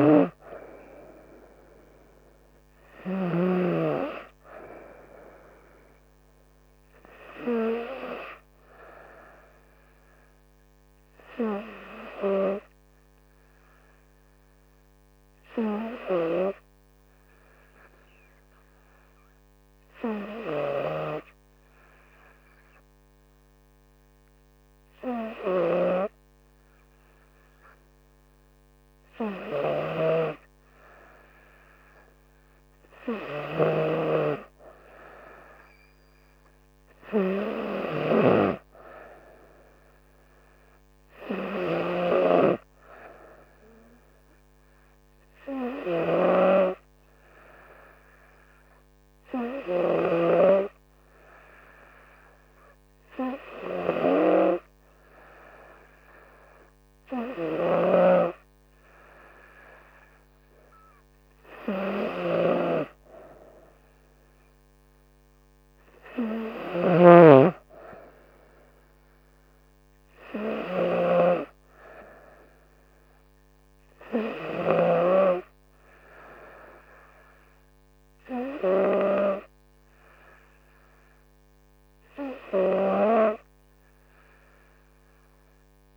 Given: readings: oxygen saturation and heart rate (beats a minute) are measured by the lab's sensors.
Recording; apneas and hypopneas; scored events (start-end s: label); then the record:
breathing in sleep by a microphone on the trachea; 1
9.00-31.00 s: hypopnea (oxygen 97% before, 94% lowest, heart rate 71 before, 66 extreme, up 0 after)
34.00-36.50 s: arousal
38.00-85.97 s: new sleep stage, N3 (deep sleep)
From the record:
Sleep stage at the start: N2 (light sleep); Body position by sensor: on the right side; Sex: female